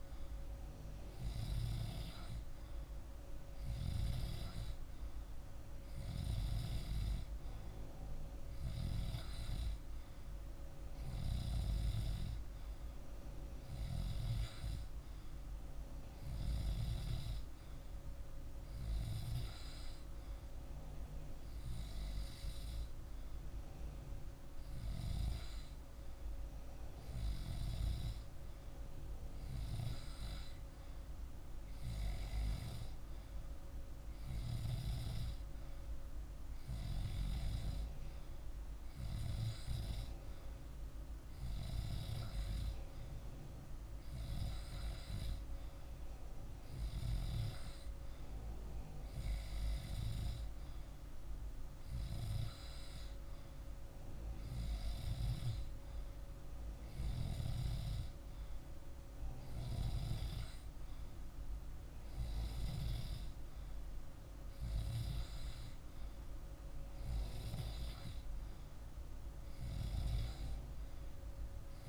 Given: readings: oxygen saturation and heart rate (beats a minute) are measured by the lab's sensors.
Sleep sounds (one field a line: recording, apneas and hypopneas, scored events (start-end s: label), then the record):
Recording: breathing in sleep, hard to hear, by a room microphone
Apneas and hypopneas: none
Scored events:
none scored
From the record:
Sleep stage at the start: N2 (light sleep)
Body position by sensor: on the back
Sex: male